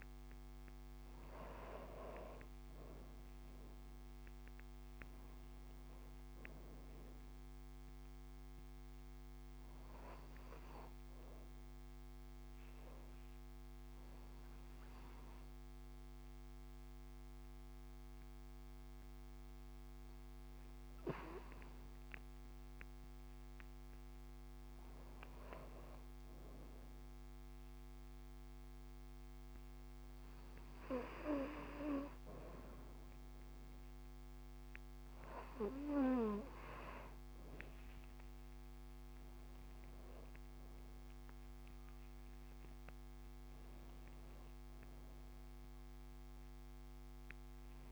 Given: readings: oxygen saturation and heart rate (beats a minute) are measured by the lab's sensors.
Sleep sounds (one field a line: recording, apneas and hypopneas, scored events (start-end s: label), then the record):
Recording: breathing in sleep by a microphone on the trachea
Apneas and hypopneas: 1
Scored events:
11.00-23.50 s: obstructive apnea (oxygen 95% before, 93% lowest)
25.50-29.00 s: arousal
From the record:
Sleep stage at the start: N2 (light sleep)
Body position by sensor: on the back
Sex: female